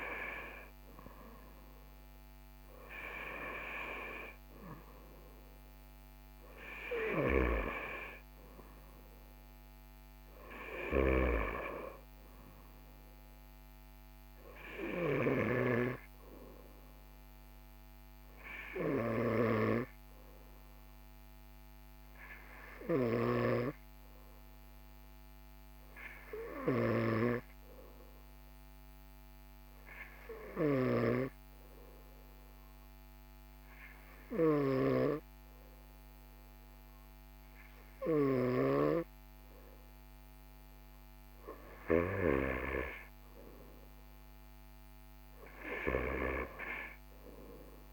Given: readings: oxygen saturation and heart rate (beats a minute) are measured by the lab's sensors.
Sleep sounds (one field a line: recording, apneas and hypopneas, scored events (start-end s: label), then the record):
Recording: breathing in sleep by a microphone on the trachea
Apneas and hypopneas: 1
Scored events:
0.00-3.50 s: arousal
30.00-41.50 s: obstructive apnea (oxygen 97% before, 96% lowest, heart rate 43 before, 42 extreme, up 2 after)
43.50-46.50 s: arousal
From the record:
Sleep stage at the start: N2 (light sleep)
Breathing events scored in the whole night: 227 in 7.2 hours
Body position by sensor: on the right side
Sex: male